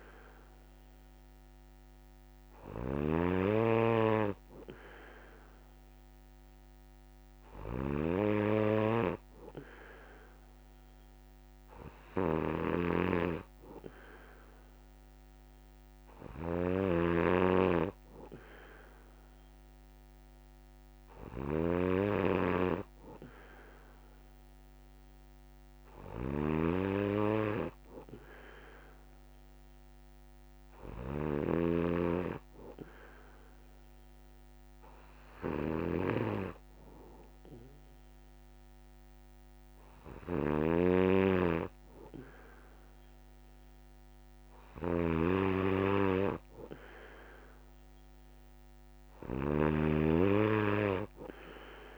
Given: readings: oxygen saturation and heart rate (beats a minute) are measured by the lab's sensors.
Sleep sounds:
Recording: breathing in sleep by a microphone on the trachea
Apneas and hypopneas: none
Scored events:
0.00-51.98 s: snoring (device-marked)
From the record:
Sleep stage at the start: N1 (lightest sleep)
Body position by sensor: on the back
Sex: male

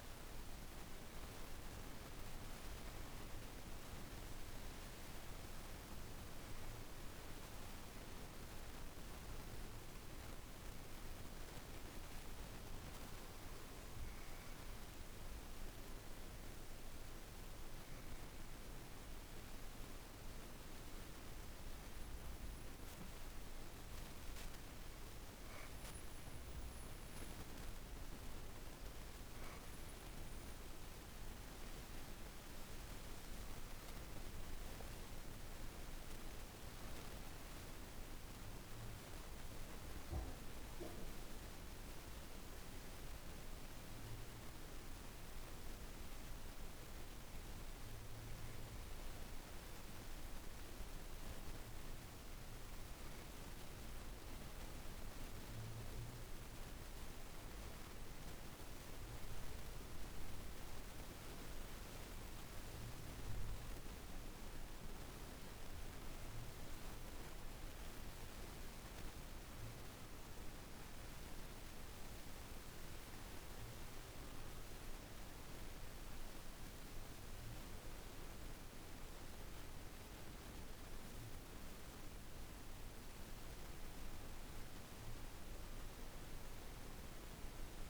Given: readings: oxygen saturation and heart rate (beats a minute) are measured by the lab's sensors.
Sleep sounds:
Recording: breathing in sleep, hard to hear, by a room microphone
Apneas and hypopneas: 2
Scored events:
0.00-8.50 s: oxygen desaturation (device-marked, oxygen 92% lowest, heart rate 53 extreme)
0.50-29.00 s: hypopnea (oxygen 97% before, 89% lowest, heart rate 57 before, 53 extreme, up 5 after)
21.50-32.50 s: oxygen desaturation (device-marked, oxygen 95% before, 90% lowest, heart rate 54 before, 53 extreme)
32.50-38.00 s: arousal
49.00-63.50 s: obstructive apnea (oxygen 94% before, 89% lowest, heart rate 58 before, 51 extreme, up 14 after)
64.00-68.00 s: arousal
70.50-87.50 s: oxygen desaturation (device-marked, oxygen 96% before, 89% lowest, heart rate 59 before, 51 extreme)
From the record:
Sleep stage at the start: N2 (light sleep)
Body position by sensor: on the back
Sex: female

